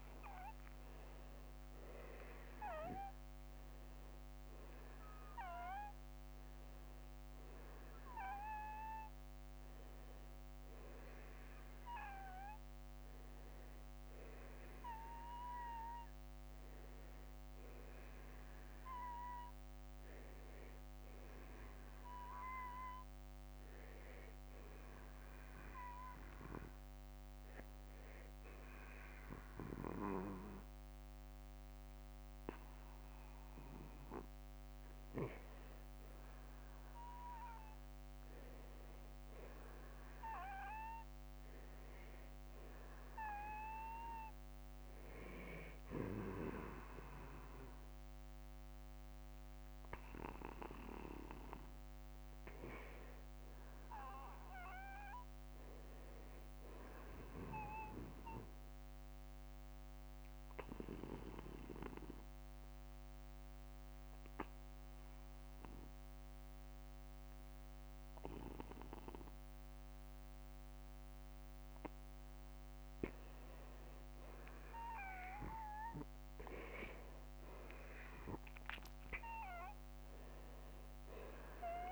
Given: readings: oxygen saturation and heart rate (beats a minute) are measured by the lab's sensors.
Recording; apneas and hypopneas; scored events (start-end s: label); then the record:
breathing in sleep by a microphone on the trachea; 2
3.00-10.00 s: oxygen desaturation (device-marked, oxygen 95% before, 91% lowest, heart rate 70 before, 49 extreme)
7.00-9.00 s: long interval between heartbeats (device-marked, heart rate 73 before, 66 extreme)
16.00-29.00 s: oxygen desaturation (device-marked, oxygen 93% before, 90% lowest, heart rate 74 before, 49 extreme)
18.50-23.00 s: arousal
25.50-36.00 s: hypopnea (oxygen 94% before, 91% lowest, heart rate 58 before, 54 extreme, up 11 after)
38.00-42.50 s: arousal
50.00-66.00 s: oxygen desaturation (device-marked, oxygen 95% before, 92% lowest, heart rate 58 before, 45 extreme)
57.50-72.00 s: obstructive apnea (oxygen 97% before, 88% lowest, heart rate 60 before, 45 extreme, up 22 after)
62.00-64.00 s: long interval between heartbeats (device-marked, heart rate 59 before, 54 extreme)
68.00-70.00 s: long interval between heartbeats (device-marked, heart rate 56 before, 49 extreme)
72.00-74.00 s: long interval between heartbeats (device-marked, heart rate 54 before, 50 extreme)
74.00-79.00 s: arousal
From the record:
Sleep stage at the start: N2 (light sleep); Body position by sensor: on the back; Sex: male